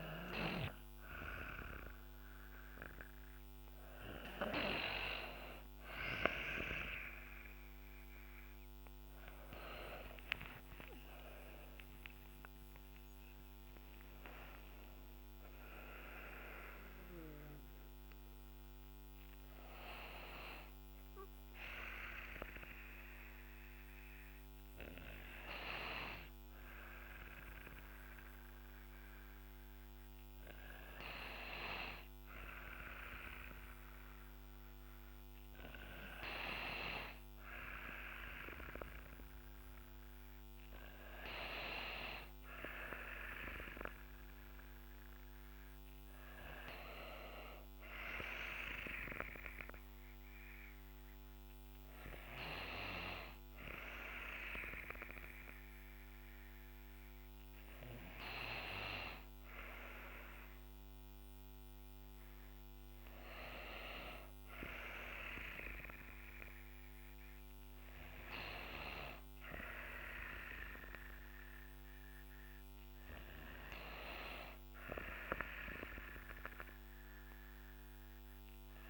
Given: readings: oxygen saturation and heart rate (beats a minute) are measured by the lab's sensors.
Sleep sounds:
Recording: breathing in sleep by a microphone on the trachea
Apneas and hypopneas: none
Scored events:
9.50-13.50 s: arousal
From the record:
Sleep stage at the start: N2 (light sleep)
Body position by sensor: on the back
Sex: female

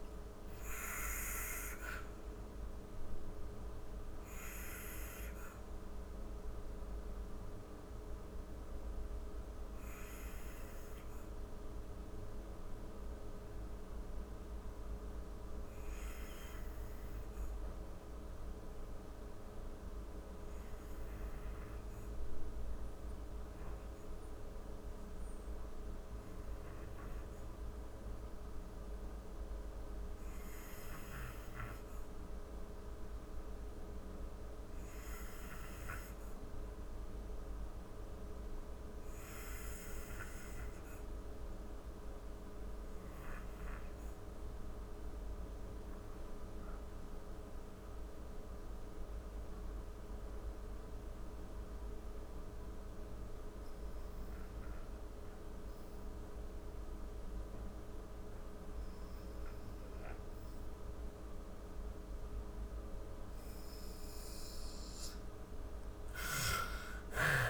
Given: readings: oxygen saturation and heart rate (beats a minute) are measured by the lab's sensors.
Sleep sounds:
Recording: breathing in sleep, hard to hear, by a room microphone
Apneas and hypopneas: 1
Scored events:
0.00-20.50 s: oxygen desaturation (device-marked, oxygen 64% lowest, heart rate 44 extreme)
1.00-62.00 s: obstructive apnea (oxygen 89% before, 63% lowest, heart rate 68 before, 44 extreme, up 31 after)
39.50-67.50 s: oxygen desaturation (device-marked, oxygen 95% before, 63% lowest, heart rate 55 before, 39 extreme)
63.50-67.50 s: arousal
From the record:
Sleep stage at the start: REM sleep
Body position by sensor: on the back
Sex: female

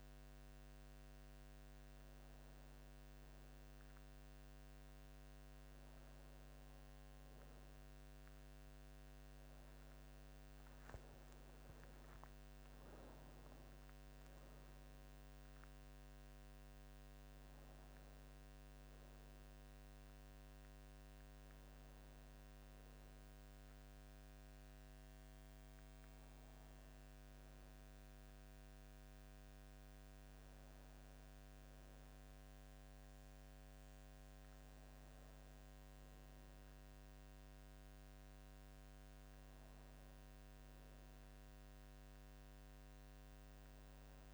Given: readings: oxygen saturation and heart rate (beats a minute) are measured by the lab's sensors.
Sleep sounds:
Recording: breathing in sleep, hard to hear, by a microphone on the trachea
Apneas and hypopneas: none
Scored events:
none scored
From the record:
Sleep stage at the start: N2 (light sleep)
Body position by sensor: on the back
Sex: male

